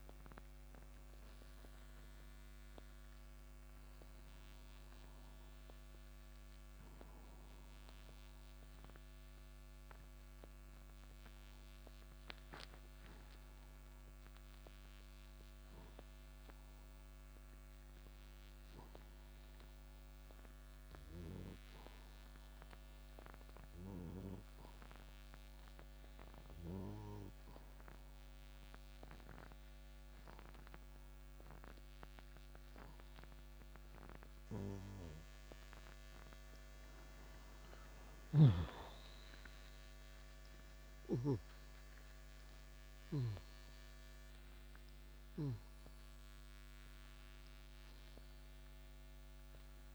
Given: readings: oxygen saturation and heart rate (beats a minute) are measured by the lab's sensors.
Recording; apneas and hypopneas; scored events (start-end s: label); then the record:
breathing in sleep by a microphone on the trachea; 1
0.00-23.00 s: oxygen desaturation (device-marked, oxygen 91% lowest, heart rate 65 extreme)
9.00-36.00 s: obstructive apnea (oxygen 97% before, 88% lowest, heart rate 102 before, 75 extreme)
38.00-42.00 s: arousal
41.00-49.95 s: oxygen desaturation (device-marked, oxygen 97% before, 88% lowest, heart rate 100 before, 79 extreme)
From the record:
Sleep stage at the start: N2 (light sleep); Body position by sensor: on the right side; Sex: male